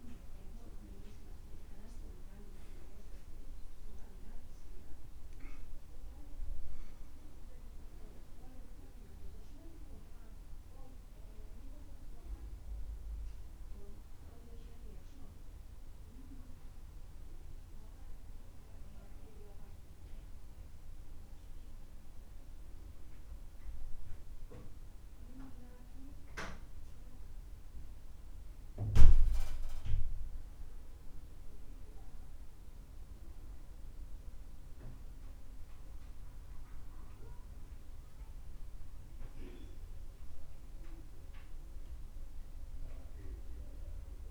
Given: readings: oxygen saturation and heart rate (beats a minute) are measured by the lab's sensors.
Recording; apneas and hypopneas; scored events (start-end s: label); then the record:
breathing in sleep by a room microphone; none
0.00-28.00 s: oxygen desaturation (device-marked, oxygen 87% lowest, heart rate 63 extreme)
29.00-34.00 s: arousal
From the record:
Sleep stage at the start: N2 (light sleep); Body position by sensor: on the back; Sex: male